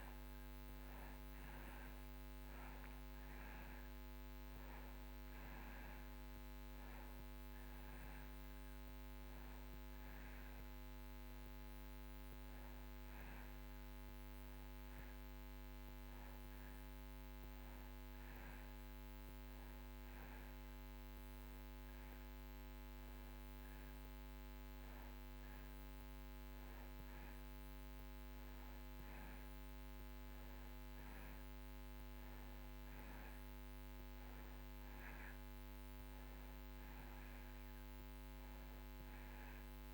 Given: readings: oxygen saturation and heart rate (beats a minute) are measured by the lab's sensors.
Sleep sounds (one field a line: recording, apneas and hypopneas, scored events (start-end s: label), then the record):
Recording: breathing in sleep, hard to hear, by a microphone on the trachea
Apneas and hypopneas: none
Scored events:
0.00-11.00 s: oxygen desaturation (device-marked, oxygen 91% lowest)
From the record:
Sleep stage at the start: N2 (light sleep)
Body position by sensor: on the back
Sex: male